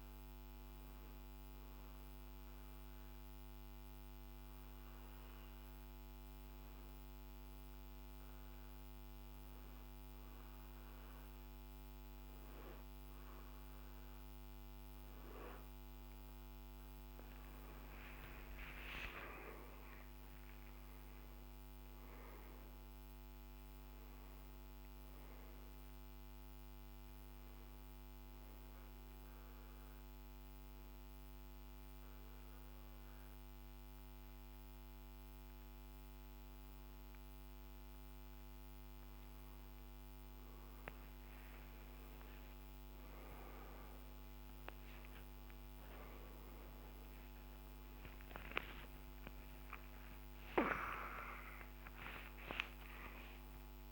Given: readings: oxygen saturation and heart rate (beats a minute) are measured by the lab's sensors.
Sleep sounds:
breathing in sleep by a microphone on the trachea; 2
1.50-14.50 s: hypopnea (oxygen 99% before, 93% lowest, heart rate 57 before, 55 extreme, up 22 after)
16.50-21.00 s: arousal
18.00-40.00 s: oxygen desaturation (device-marked, oxygen 96% before, 93% lowest, heart rate 58 before, 55 extreme)
29.50-41.00 s: hypopnea (oxygen 96% before, 93% lowest, heart rate 66 before, 55 extreme, up 18 after)
50.00-53.92 s: new sleep stage, awake
From the record:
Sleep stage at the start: N2 (light sleep); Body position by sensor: on the back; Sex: male

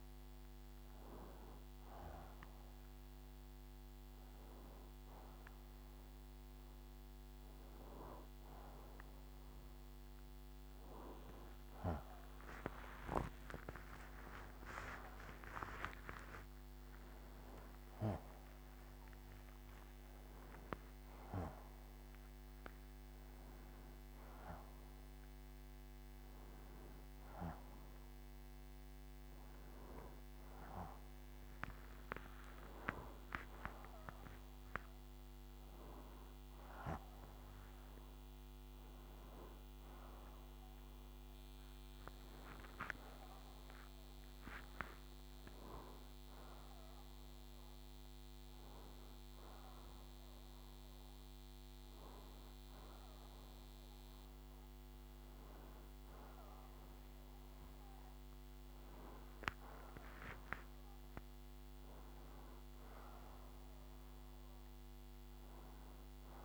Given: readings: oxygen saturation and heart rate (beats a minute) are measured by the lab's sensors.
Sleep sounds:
a person awake in a sleep study, by a microphone on the trachea; none
56.00-66.45 s: new sleep stage, N1 (lightest sleep)
From the record:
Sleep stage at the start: awake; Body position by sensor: on the right side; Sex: male

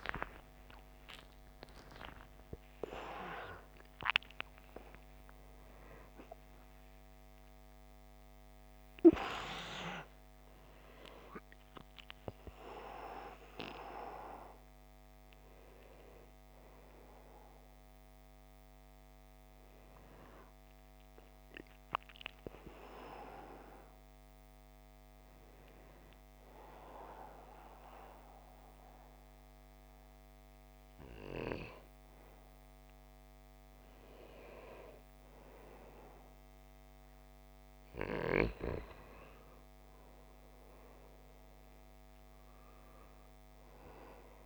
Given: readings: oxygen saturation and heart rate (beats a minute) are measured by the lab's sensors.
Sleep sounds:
a person partly awake in a sleep study, by a microphone on the trachea; none
10.00-40.00 s: new sleep stage, N1 (lightest sleep)
40.00-44.46 s: new sleep stage, N2 (light sleep)
41.00-44.46 s: oxygen desaturation (device-marked, oxygen 97% before, 92% lowest, heart rate 64 before, 54 extreme)
From the record:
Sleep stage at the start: awake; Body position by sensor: on the back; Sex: male

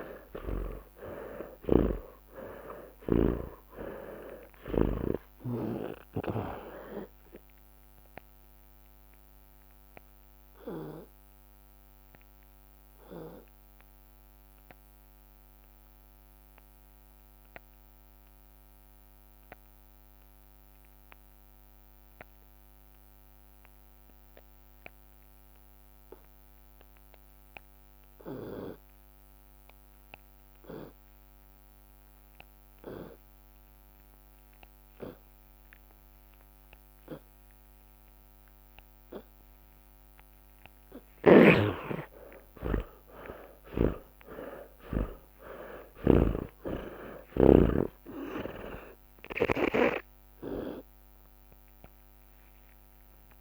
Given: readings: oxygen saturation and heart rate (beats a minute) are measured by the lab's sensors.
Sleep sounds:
breathing in sleep by a microphone on the trachea; 1
0.00-2.00 s: arousal
1.50-5.00 s: snoring (device-marked)
3.00-5.00 s: long interval between heartbeats (device-marked, heart rate 78 before, 40 extreme)
6.50-8.50 s: long interval between heartbeats (device-marked, heart rate 71 before, 42 extreme)
9.00-38.00 s: obstructive apnea (oxygen 97% before, 77% lowest)
18.50-31.50 s: oxygen desaturation (device-marked, oxygen 98% before, 81% lowest)
32.50-34.50 s: long interval between heartbeats (device-marked)
35.50-41.50 s: drop in pulse transit time (device-marked, heart rate 38 before, 39 extreme)
37.00-39.00 s: long interval between heartbeats (device-marked, heart rate 38 before, 46 extreme)
39.00-41.00 s: long interval between heartbeats (device-marked, heart rate 38 before, 48 extreme)
39.50-49.50 s: tachycardia (device-marked, heart rate 83 before, 108 extreme)
41.50-46.50 s: arousal
42.00-44.00 s: long interval between heartbeats (device-marked, heart rate 40 before, 78 extreme)
44.00-46.00 s: long interval between heartbeats (device-marked, heart rate 45 before, 108 extreme)
46.00-48.00 s: long interval between heartbeats (device-marked, heart rate 51 before, 101 extreme)
46.00-49.50 s: snoring (device-marked)
From the record:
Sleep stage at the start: N2 (light sleep); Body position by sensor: on the back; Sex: male

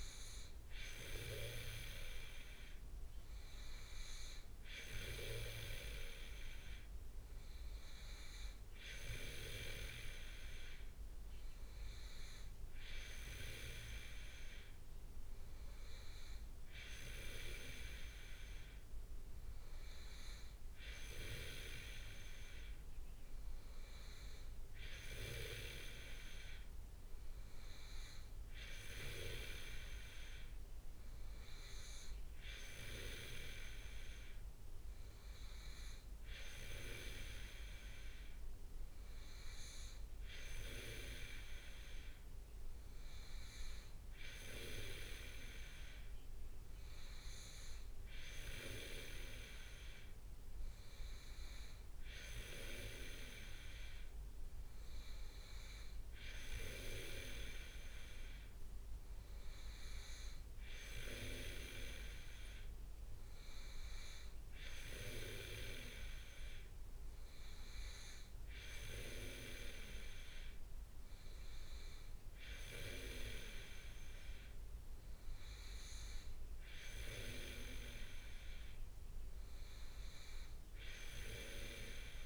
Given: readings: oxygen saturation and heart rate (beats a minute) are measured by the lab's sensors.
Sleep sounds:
breathing in sleep by a room microphone; none
none scored
From the record:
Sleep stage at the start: N2 (light sleep); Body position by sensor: on the back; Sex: male

